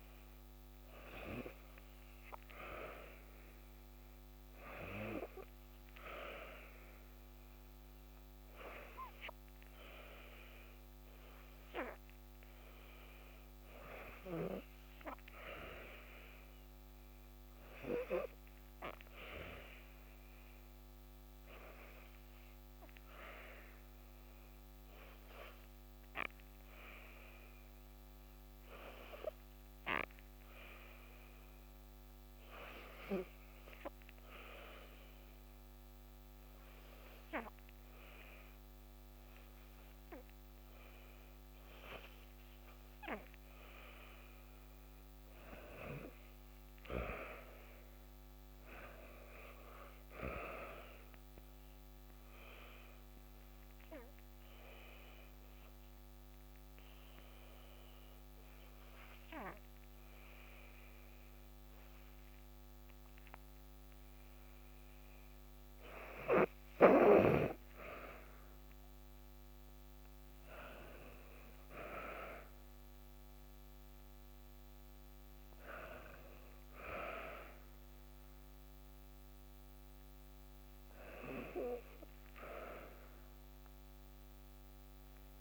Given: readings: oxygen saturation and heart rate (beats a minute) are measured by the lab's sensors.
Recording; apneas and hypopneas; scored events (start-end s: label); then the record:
breathing in sleep by a microphone on the trachea; 2
6.00-21.00 s: oxygen desaturation (device-marked, oxygen 94% before, 89% lowest, heart rate 63 before, 53 extreme)
22.00-42.00 s: hypopnea (oxygen 94% before, 87% lowest, heart rate 68 before, 60 extreme, up 4 after)
44.50-49.50 s: arousal
47.00-70.00 s: oxygen desaturation (device-marked, oxygen 92% before, 87% lowest, heart rate 61 before, 58 extreme)
52.00-64.50 s: obstructive apnea (oxygen 92% before, 87% lowest, heart rate 62 before, 58 extreme, up 13 after)
70.00-75.00 s: arousal
From the record:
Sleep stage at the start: N2 (light sleep); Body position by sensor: on the back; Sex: female